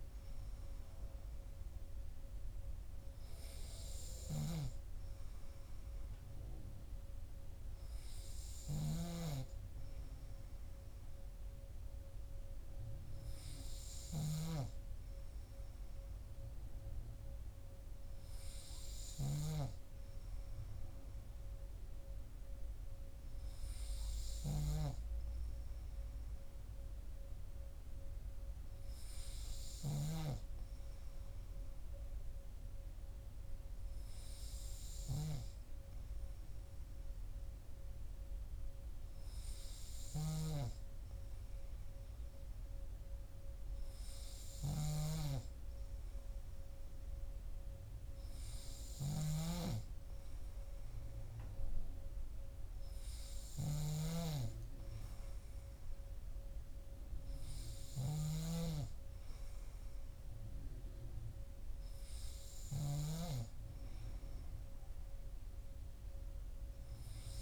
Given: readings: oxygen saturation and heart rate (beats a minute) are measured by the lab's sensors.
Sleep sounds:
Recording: breathing in sleep by a room microphone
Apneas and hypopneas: none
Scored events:
none scored
From the record:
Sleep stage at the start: N2 (light sleep)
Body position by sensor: on the back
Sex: male

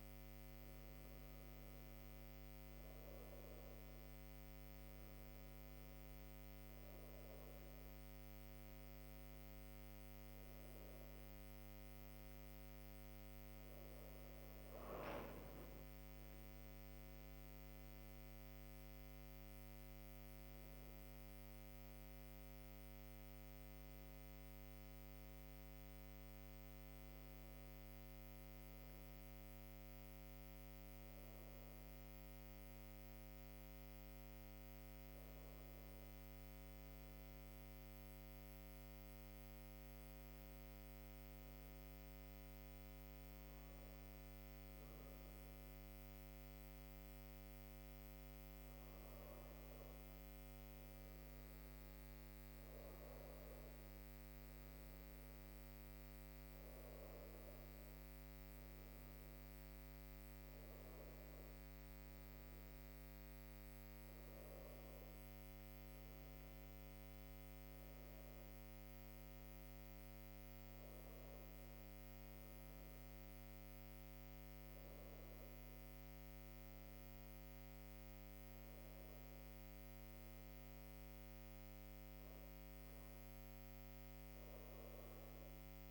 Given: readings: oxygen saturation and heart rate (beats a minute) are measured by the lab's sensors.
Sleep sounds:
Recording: breathing in sleep, hard to hear, by a microphone on the trachea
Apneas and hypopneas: 1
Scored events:
36.50-49.50 s: hypopnea (oxygen 100% before, 98% lowest, heart rate 60 before, 55 extreme, up 24 after)
50.50-55.50 s: arousal
From the record:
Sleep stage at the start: N2 (light sleep)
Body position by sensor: on the right side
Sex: female

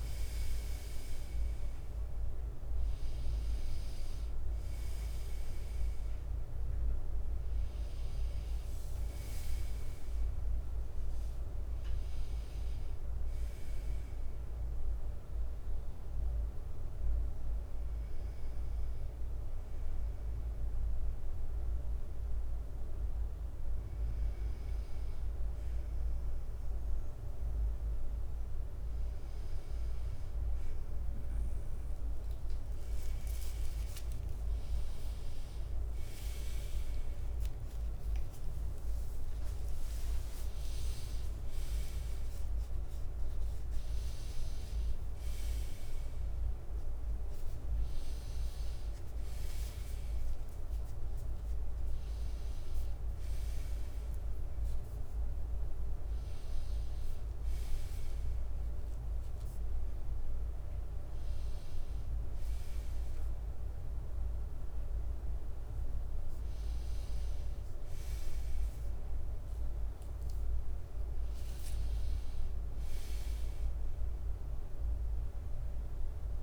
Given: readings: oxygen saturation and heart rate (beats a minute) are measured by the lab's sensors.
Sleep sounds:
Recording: breathing in sleep, hard to hear, by a room microphone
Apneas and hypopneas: 1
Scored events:
0.00-1.50 s: leg movement (device-marked)
0.00-9.00 s: drop in pulse transit time (device-marked, heart rate 68 extreme)
7.50-10.50 s: leg movement (device-marked)
13.00-24.00 s: hypopnea (oxygen 97% before, 95% lowest, heart rate 69 before, 59 extreme, up 3 after)
28.00-31.50 s: arousal
32.00-62.00 s: new sleep stage, N1 (lightest sleep)
33.00-46.00 s: drop in pulse transit time (device-marked, heart rate 62 before, 63 extreme)
36.50-38.00 s: leg movement (device-marked)
39.00-43.00 s: leg movement (device-marked)
62.00-76.43 s: new sleep stage, N2 (light sleep)
From the record:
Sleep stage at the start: N2 (light sleep)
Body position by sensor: on the right side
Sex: male

